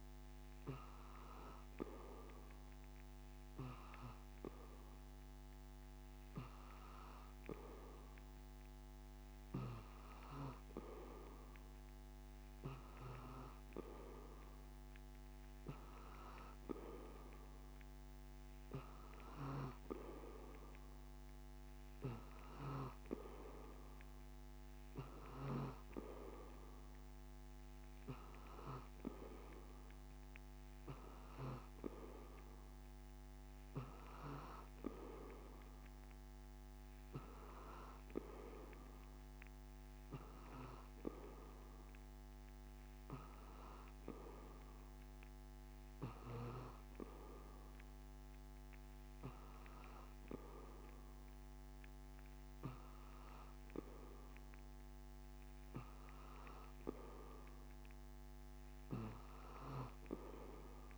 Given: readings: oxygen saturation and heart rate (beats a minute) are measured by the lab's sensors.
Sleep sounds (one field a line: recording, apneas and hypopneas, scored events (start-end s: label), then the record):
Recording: breathing in sleep by a microphone on the trachea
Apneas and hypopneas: none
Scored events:
none scored
From the record:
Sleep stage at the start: N2 (light sleep)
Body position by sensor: on the back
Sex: male